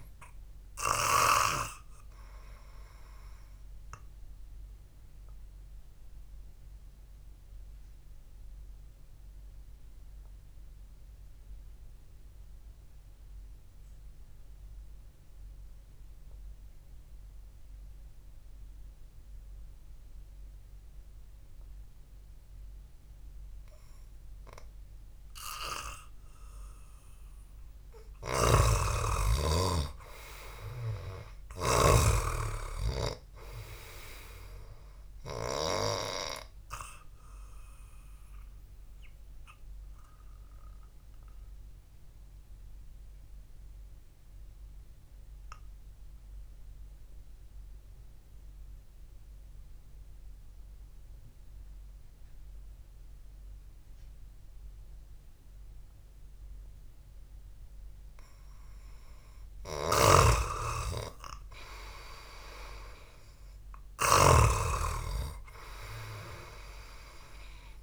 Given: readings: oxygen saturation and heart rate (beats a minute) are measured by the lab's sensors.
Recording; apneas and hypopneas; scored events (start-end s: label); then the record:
breathing in sleep by a room microphone; 2
3.00-26.50 s: obstructive apnea (oxygen 98% before, 92% lowest, heart rate 61 before, 55 extreme, up 0 after)
18.00-26.00 s: oxygen desaturation (device-marked, oxygen 95% before, 92% lowest, heart rate 59 before, 55 extreme)
28.50-32.50 s: arousal
28.50-32.50 s: snoring (device-marked)
39.50-58.00 s: obstructive apnea (oxygen 97% before, 91% lowest, heart rate 59 before, 54 extreme, up 1 after)
51.00-60.00 s: oxygen desaturation (device-marked, oxygen 95% before, 92% lowest, heart rate 58 before, 54 extreme)
60.00-65.00 s: snoring (device-marked)
61.00-63.50 s: arousal
From the record:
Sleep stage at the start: N2 (light sleep); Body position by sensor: on the back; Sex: male